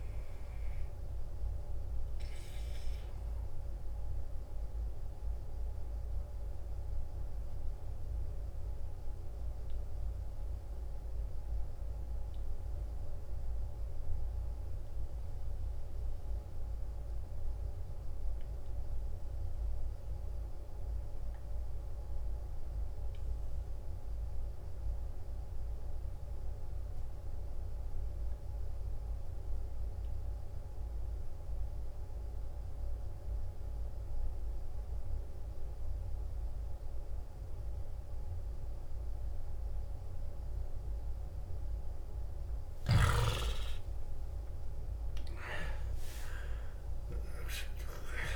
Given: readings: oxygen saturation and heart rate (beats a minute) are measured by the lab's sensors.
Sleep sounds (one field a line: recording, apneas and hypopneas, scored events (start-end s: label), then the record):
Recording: breathing in sleep by a room microphone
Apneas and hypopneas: 1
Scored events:
0.00-6.50 s: oxygen desaturation (device-marked, oxygen 86% lowest, heart rate 55 extreme)
2.50-43.00 s: hypopnea (oxygen 97% before, 86% lowest, heart rate 68 before, 55 extreme, up 18 after)
26.50-48.36 s: oxygen desaturation (device-marked, oxygen 97% before, 86% lowest, heart rate 57 before, 53 extreme)
44.00-47.00 s: arousal
From the record:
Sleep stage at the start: N2 (light sleep)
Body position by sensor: on the back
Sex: male